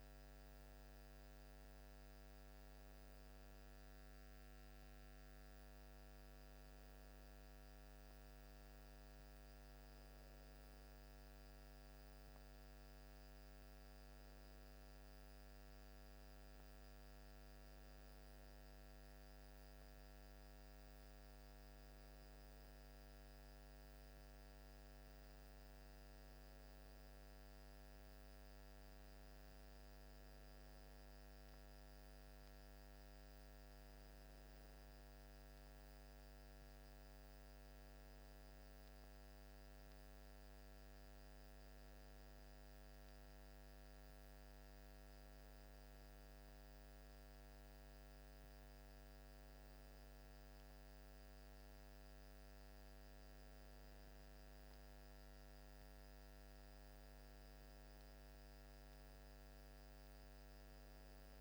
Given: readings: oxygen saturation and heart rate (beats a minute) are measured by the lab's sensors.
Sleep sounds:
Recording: breathing in sleep, hard to hear, by a microphone on the trachea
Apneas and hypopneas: none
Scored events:
none scored
From the record:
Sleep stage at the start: N1 (lightest sleep)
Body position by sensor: on the back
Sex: male

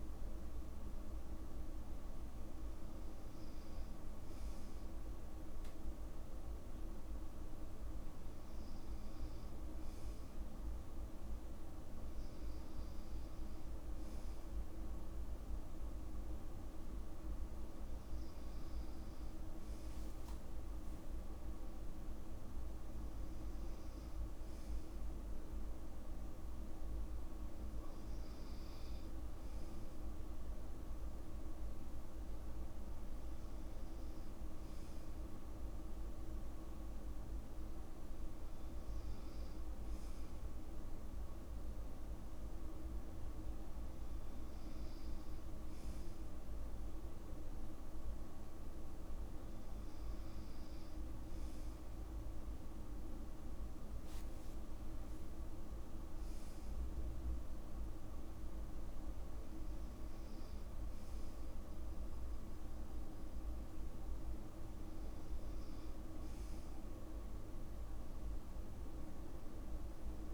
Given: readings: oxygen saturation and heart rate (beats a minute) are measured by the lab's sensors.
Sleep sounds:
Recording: breathing in sleep, hard to hear, by a room microphone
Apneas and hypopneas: none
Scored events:
20.50-22.50 s: long interval between heartbeats (device-marked, heart rate 63 before, 84 extreme)
From the record:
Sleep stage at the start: N2 (light sleep)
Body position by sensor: on the back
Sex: male

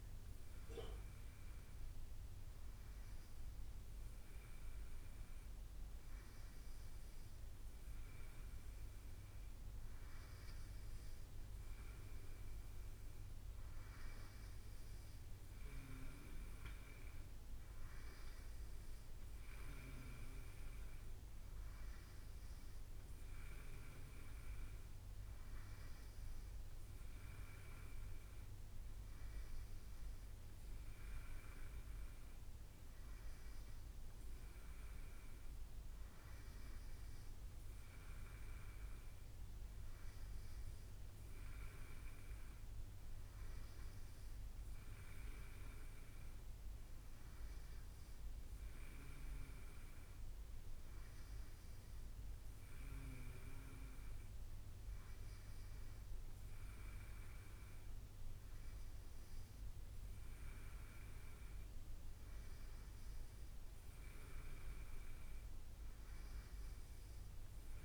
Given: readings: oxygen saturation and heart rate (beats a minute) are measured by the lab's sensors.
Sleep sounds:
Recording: breathing in sleep, hard to hear, by a room microphone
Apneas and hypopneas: none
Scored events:
47.50-67.85 s: new sleep stage, N3 (deep sleep)
From the record:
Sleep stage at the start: N2 (light sleep)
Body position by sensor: on the right side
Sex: male

